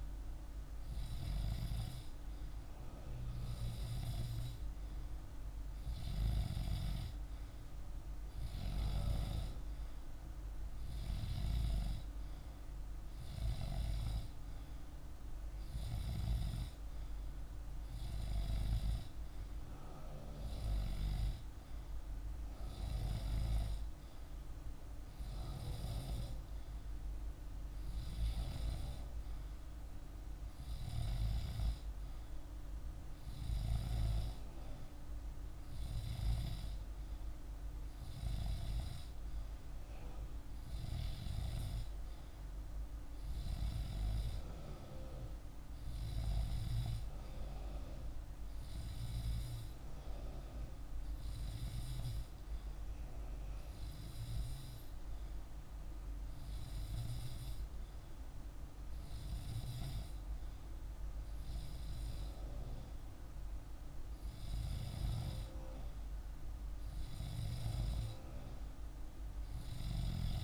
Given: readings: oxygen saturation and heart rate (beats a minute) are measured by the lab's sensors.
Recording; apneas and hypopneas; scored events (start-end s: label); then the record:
breathing in sleep by a room microphone; none
none scored
From the record:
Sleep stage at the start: N2 (light sleep); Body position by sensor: on the back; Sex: male